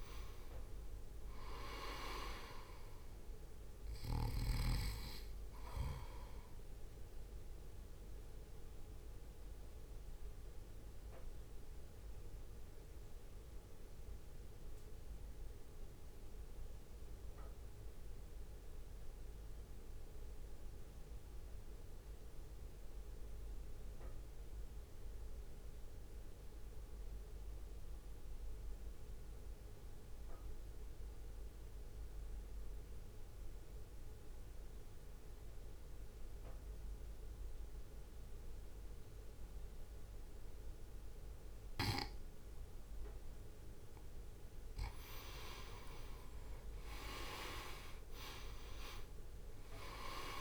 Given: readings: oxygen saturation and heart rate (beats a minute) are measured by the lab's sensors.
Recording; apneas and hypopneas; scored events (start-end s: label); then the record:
breathing in sleep by a room microphone; 1
0.00-10.50 s: drop in pulse transit time (device-marked, heart rate 52 extreme)
0.00-24.50 s: oxygen desaturation (device-marked, oxygen 91% lowest, heart rate 52 extreme)
7.50-43.50 s: mixed apnea (oxygen 98% before, 89% lowest, heart rate 56 before, 50 extreme, up 4 after)
40.50-50.41 s: oxygen desaturation (device-marked, oxygen 98% before, 90% lowest, heart rate 60 before, 50 extreme)
45.00-48.00 s: arousal
46.50-50.41 s: drop in pulse transit time (device-marked, heart rate 60 before, 52 extreme)
From the record:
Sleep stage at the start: N2 (light sleep); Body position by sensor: on the right side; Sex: male